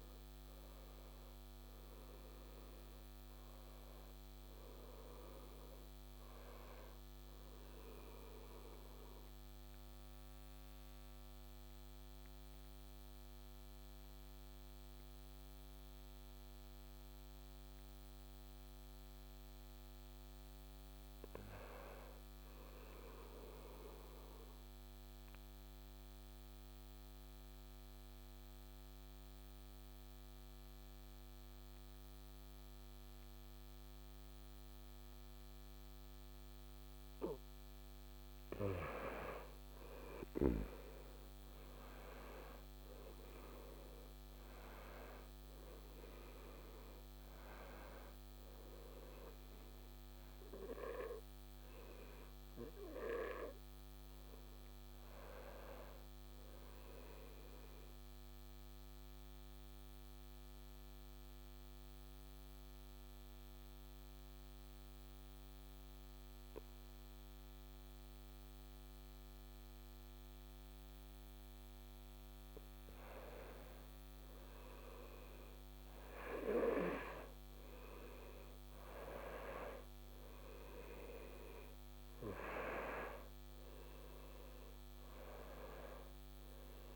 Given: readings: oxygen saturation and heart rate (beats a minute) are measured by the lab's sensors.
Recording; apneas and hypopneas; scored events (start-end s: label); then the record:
breathing in sleep by a microphone on the trachea; 3
0.00-9.00 s: oxygen desaturation (device-marked, oxygen 86% lowest, heart rate 64 extreme)
8.50-19.00 s: obstructive apnea (oxygen 95% before, 89% lowest, heart rate 76 before, 64 extreme)
20.00-22.50 s: arousal
25.00-37.50 s: obstructive apnea (oxygen 98% before, 89% lowest, heart rate 71 before, 64 extreme, up 7 after)
30.00-62.00 s: oxygen desaturation (device-marked, oxygen 97% before, 89% lowest, heart rate 69 before, 64 extreme)
39.50-42.00 s: arousal
59.00-73.00 s: obstructive apnea (oxygen 95% before, 85% lowest, heart rate 70 before, 64 extreme, up 5 after)
73.00-77.00 s: arousal
79.00-86.96 s: oxygen desaturation (device-marked, oxygen 96% before, 91% lowest, heart rate 66 before, 64 extreme)
From the record:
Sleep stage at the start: N2 (light sleep); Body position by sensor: on the back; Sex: male